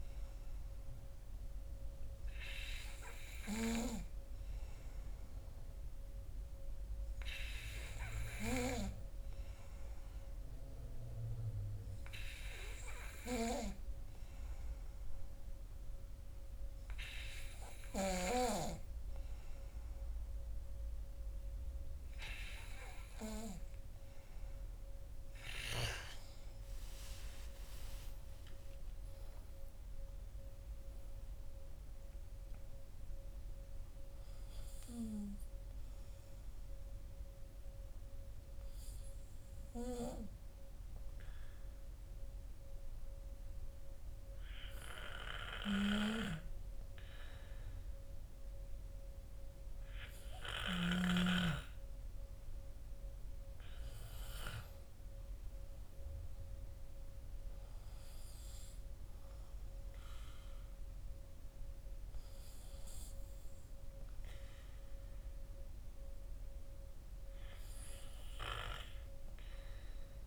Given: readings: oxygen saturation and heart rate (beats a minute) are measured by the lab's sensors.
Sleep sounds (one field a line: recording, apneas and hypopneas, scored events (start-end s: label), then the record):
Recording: breathing in sleep by a room microphone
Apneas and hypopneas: none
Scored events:
26.00-29.50 s: arousal
From the record:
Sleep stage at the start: N2 (light sleep)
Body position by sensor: on the back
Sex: male